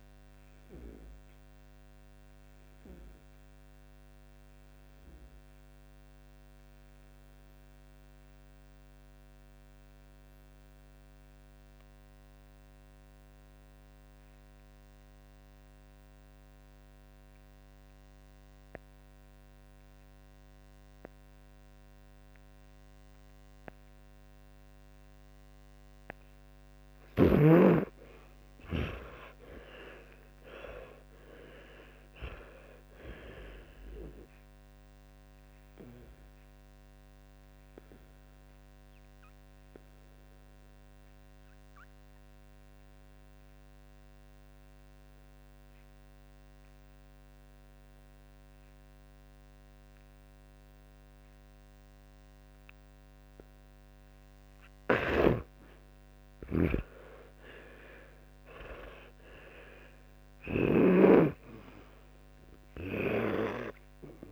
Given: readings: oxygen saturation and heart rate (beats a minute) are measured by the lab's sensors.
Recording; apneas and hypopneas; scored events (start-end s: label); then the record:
breathing in sleep by a microphone on the trachea; 2
2.00-27.00 s: obstructive apnea (oxygen 99% before, 87% lowest, heart rate 69 before, 55 extreme, up 35 after)
4.50-8.50 s: oxygen desaturation (device-marked, oxygen 99% before, 94% lowest, heart rate 69 before, 55 extreme)
22.50-29.50 s: oxygen desaturation (device-marked, oxygen 95% before, 92% lowest, heart rate 59 before, 59 extreme)
28.50-31.50 s: arousal
31.50-63.50 s: oxygen desaturation (device-marked, oxygen 98% before, 87% lowest, heart rate 60 before, 57 extreme)
35.50-54.00 s: obstructive apnea (oxygen 98% before, 87% lowest, heart rate 66 before, 57 extreme, up 20 after)
55.00-61.00 s: snoring (device-marked)
55.50-58.50 s: arousal
From the record:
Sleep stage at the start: N2 (light sleep); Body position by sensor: on the back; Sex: male